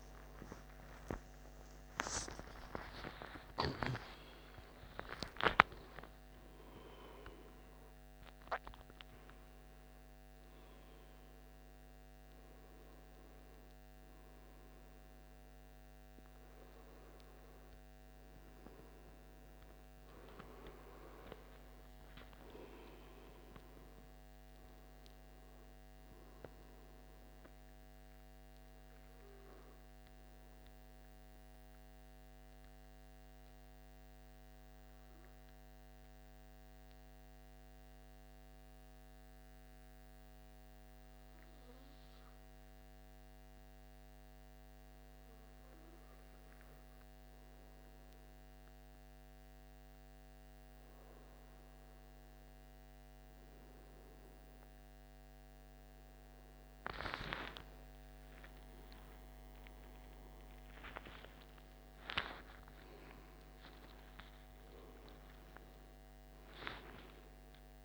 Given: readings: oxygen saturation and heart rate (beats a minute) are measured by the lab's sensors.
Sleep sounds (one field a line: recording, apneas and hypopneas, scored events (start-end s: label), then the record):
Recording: a person partly awake in a sleep study, by a microphone on the trachea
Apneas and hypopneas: 1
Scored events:
24.50-67.85 s: new sleep stage, N2 (light sleep)
30.50-49.00 s: hypopnea (oxygen 98% before, 93% lowest)
52.50-67.85 s: oxygen desaturation (device-marked, oxygen 98% before, 93% lowest)
58.50-65.50 s: arousal
From the record:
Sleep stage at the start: awake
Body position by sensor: on the back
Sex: male